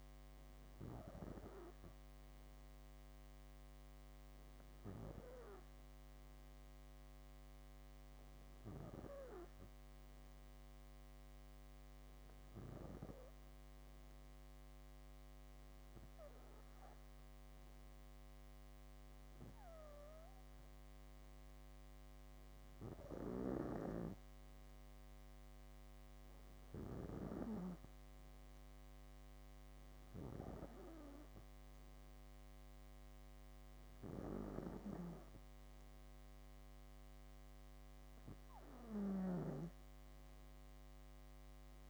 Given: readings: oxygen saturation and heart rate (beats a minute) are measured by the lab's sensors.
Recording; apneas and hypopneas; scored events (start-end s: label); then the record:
breathing in sleep by a microphone on the trachea; none
none scored
From the record:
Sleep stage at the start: N2 (light sleep); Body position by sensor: on the back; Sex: female